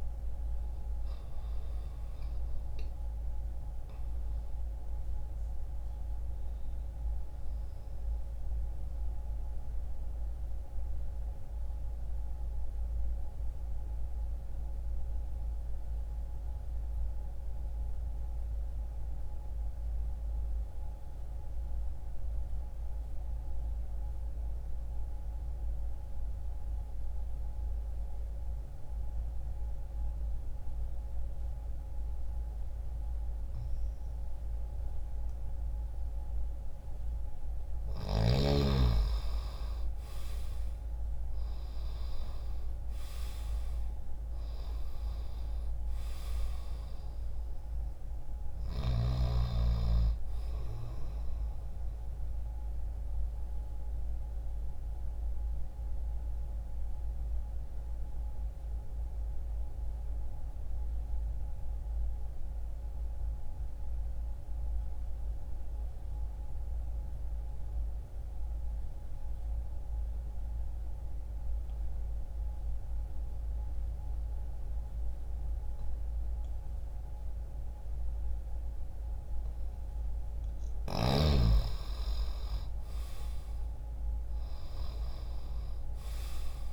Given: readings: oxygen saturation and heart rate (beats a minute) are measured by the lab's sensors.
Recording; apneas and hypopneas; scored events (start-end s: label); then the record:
breathing in sleep, hard to hear, by a room microphone; 2
8.00-37.00 s: mixed apnea (oxygen 97% before, 82% lowest, heart rate 60 before, 60 extreme, up 0 after)
21.00-27.00 s: oxygen desaturation (device-marked, oxygen 94% before, 90% lowest, heart rate 61 before, 60 extreme)
38.00-76.00 s: oxygen desaturation (device-marked, oxygen 97% before, 82% lowest, heart rate 60 before, 60 extreme)
38.50-43.00 s: arousal
52.00-80.00 s: obstructive apnea (oxygen 97% before, 82% lowest, heart rate 60 before, 60 extreme, up 0 after)
82.00-86.00 s: arousal
From the record:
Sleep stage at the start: N2 (light sleep); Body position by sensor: on the left side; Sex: male